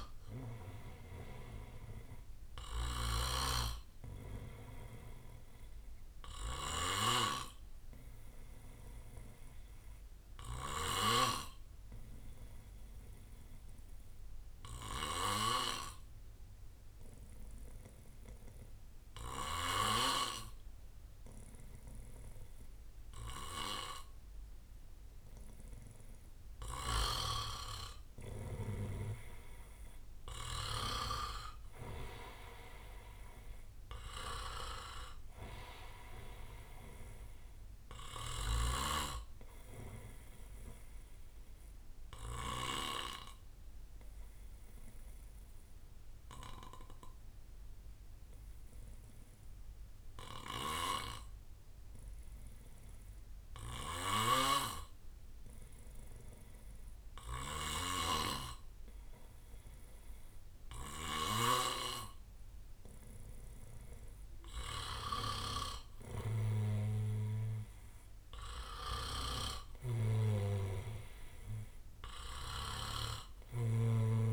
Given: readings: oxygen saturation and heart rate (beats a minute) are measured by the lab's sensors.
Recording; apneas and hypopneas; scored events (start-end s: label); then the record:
breathing in sleep by a room microphone; 2
0.00-10.00 s: oxygen desaturation (device-marked, oxygen 92% lowest, heart rate 65 extreme)
0.00-11.00 s: snoring (device-marked)
7.00-26.50 s: obstructive apnea (oxygen 97% before, 92% lowest, heart rate 72 before, 61 extreme, up 5 after)
28.00-50.00 s: oxygen desaturation (device-marked, oxygen 97% before, 93% lowest, heart rate 66 before, 61 extreme)
28.50-31.50 s: arousal
44.50-63.00 s: obstructive apnea (oxygen 97% before, 92% lowest, heart rate 67 before, 62 extreme, up 3 after)
50.50-74.33 s: snoring (device-marked)
64.00-74.33 s: oxygen desaturation (device-marked, oxygen 97% before, 92% lowest, heart rate 64 before, 61 extreme)
66.00-69.00 s: arousal
From the record:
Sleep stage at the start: N2 (light sleep); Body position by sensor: on the back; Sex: male